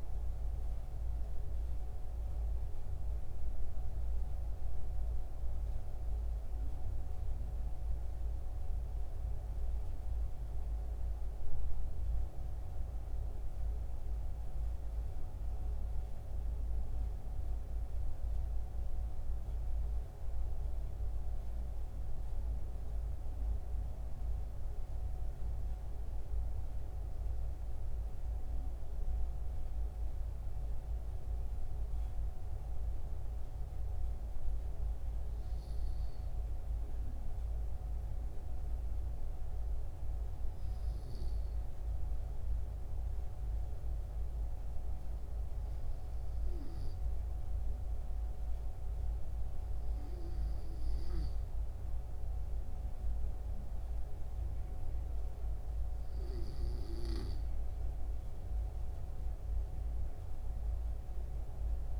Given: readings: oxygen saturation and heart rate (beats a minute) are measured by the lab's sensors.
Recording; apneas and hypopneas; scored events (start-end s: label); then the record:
breathing in sleep, hard to hear, by a room microphone; 1
8.00-62.00 s: new sleep stage, N2 (light sleep)
42.50-55.00 s: hypopnea (oxygen 93% before, 87% lowest, heart rate 70 before, 69 extreme, up 7 after)
57.50-61.00 s: arousal
From the record:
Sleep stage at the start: N1 (lightest sleep); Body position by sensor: on the back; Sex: male